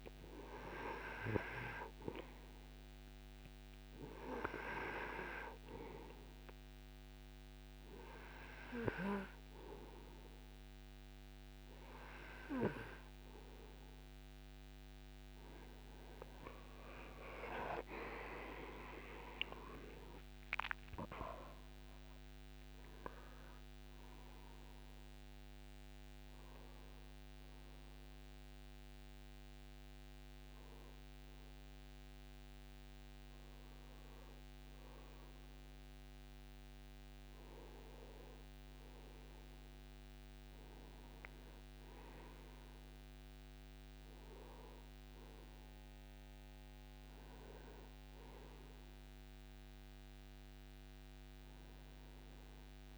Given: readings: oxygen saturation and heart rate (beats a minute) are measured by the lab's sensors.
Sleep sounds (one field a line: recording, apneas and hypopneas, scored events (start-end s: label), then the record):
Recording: breathing in sleep by a microphone on the trachea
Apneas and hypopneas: 1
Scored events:
0.00-11.00 s: oxygen desaturation (device-marked, oxygen 89% lowest, heart rate 50 extreme)
19.50-23.50 s: arousal
28.50-40.00 s: hypopnea (oxygen 92% before, 90% lowest, heart rate 114 before, 69 extreme, up 31 after)
42.50-46.00 s: arousal
From the record:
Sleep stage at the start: N2 (light sleep)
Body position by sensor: on the right side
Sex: male